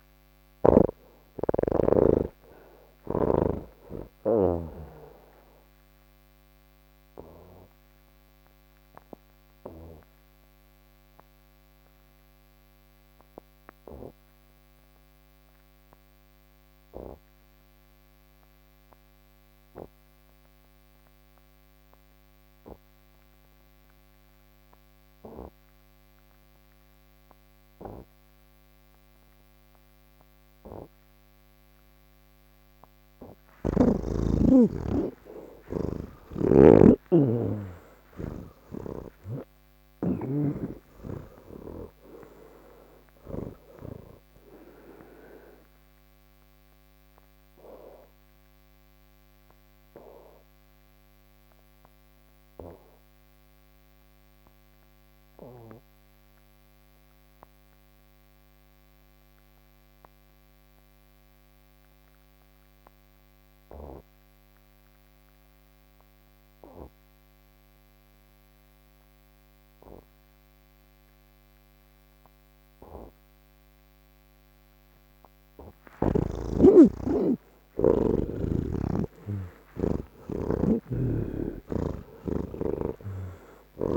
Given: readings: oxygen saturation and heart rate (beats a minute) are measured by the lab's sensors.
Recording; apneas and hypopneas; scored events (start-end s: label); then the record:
breathing in sleep by a microphone on the trachea; none
0.00-18.00 s: oxygen desaturation (device-marked, oxygen 81% lowest, heart rate 62 extreme)
31.00-39.00 s: oxygen desaturation (device-marked, oxygen 98% before, 92% lowest, heart rate 74 before, 78 extreme)
45.00-64.00 s: oxygen desaturation (device-marked, oxygen 94% before, 84% lowest, heart rate 89 before, 68 extreme)
71.00-83.97 s: oxygen desaturation (device-marked, oxygen 98% before, 82% lowest, heart rate 81 before, 67 extreme)
80.50-83.97 s: snoring (device-marked)
From the record:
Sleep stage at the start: N3 (deep sleep); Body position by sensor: on the back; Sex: male